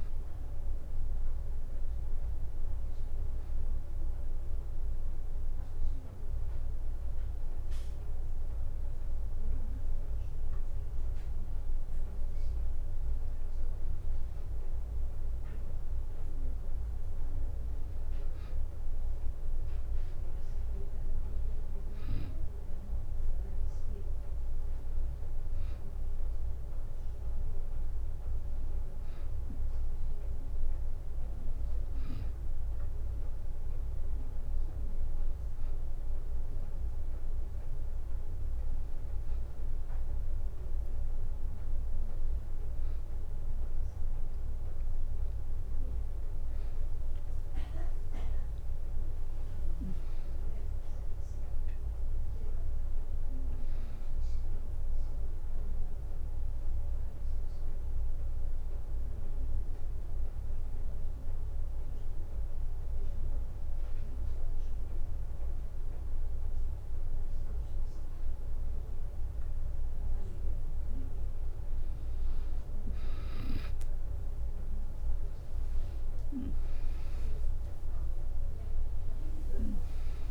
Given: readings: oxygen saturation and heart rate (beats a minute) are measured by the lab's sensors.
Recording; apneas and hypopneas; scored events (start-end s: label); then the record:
breathing in sleep, hard to hear, by a room microphone; 1
0.00-11.00 s: oxygen desaturation (device-marked, oxygen 93% lowest, heart rate 65 extreme)
8.00-18.00 s: drop in pulse transit time (device-marked, heart rate 66 before, 65 extreme)
9.00-18.00 s: tachycardia (device-marked, heart rate 65 before, 163 extreme)
15.00-17.00 s: long interval between heartbeats (device-marked, heart rate 77 before, 157 extreme)
24.00-33.00 s: tachycardia (device-marked, heart rate 67 before, 184 extreme)
25.00-27.00 s: long interval between heartbeats (device-marked, heart rate 100 before, 77 extreme)
31.00-33.00 s: long interval between heartbeats (device-marked, heart rate 117 before, 173 extreme)
44.00-46.00 s: long interval between heartbeats (device-marked, heart rate 108 before, 77 extreme)
50.00-54.00 s: arousal
50.00-58.00 s: tachycardia (device-marked, heart rate 69 before, 165 extreme)
51.00-53.00 s: long interval between heartbeats (device-marked, heart rate 94 before, 76 extreme)
53.00-55.00 s: long interval between heartbeats (device-marked, heart rate 85 before, 115 extreme)
56.50-58.50 s: long interval between heartbeats (device-marked, heart rate 85 before, 160 extreme)
57.00-67.00 s: hypopnea (oxygen 96% before, 92% lowest, heart rate 88 before, 63 extreme, up 5 after)
71.50-75.50 s: arousal
76.00-80.31 s: oxygen desaturation (device-marked, oxygen 97% before, 92% lowest, heart rate 86 before, 64 extreme)
79.00-80.31 s: long interval between heartbeats (device-marked, heart rate 73 before, 79 extreme)
From the record:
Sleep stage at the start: N2 (light sleep); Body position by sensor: on the back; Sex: female